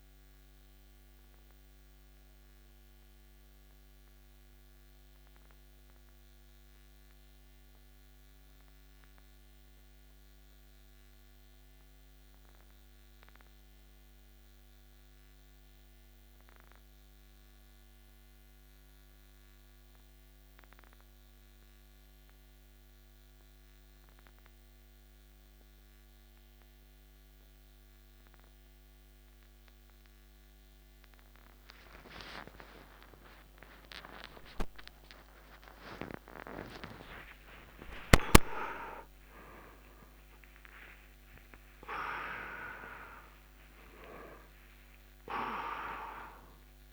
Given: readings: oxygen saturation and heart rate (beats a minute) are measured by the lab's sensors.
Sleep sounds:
a person awake in a sleep study, by a microphone on the trachea; none
19.50-46.93 s: new sleep stage, awake
37.50-45.50 s: oxygen desaturation (device-marked, oxygen 98% before, 95% lowest)
From the record:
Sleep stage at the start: N1 (lightest sleep); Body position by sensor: on the back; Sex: male

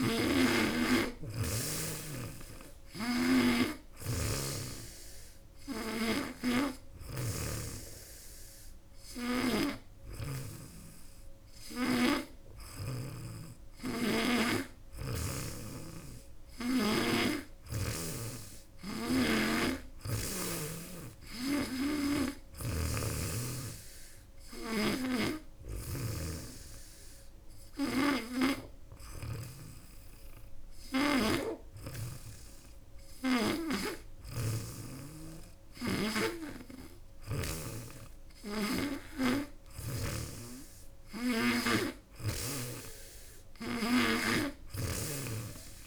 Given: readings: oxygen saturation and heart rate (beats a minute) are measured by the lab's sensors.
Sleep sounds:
breathing in sleep by a room microphone; none
0.00-7.00 s: snoring (device-marked)
9.00-12.50 s: snoring (device-marked)
24.50-31.00 s: snoring (device-marked)
38.00-41.50 s: snoring (device-marked)
From the record:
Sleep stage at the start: N3 (deep sleep); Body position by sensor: on the back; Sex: female

